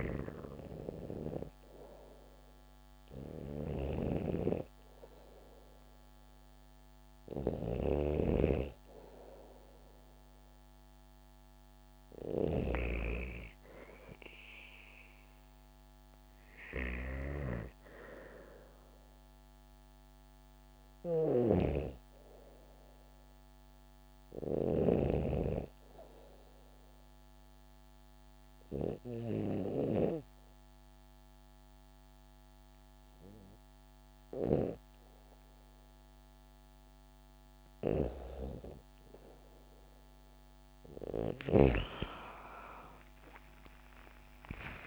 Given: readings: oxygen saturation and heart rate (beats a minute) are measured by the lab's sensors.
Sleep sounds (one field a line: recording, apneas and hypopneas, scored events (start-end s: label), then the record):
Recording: breathing in sleep by a microphone on the trachea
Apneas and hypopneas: 1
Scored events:
3.00-12.00 s: snoring (device-marked)
6.50-10.50 s: bradycardia (device-marked, heart rate 70 before, 58 extreme)
20.50-24.50 s: snoring (device-marked)
23.50-44.87 s: new sleep stage, N2 (light sleep)
25.50-36.50 s: obstructive apnea (oxygen 97% before, 95% lowest, heart rate 66 before, 66 extreme, up 8 after)
41.50-44.87 s: arousal
From the record:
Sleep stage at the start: REM sleep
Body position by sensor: on the back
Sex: female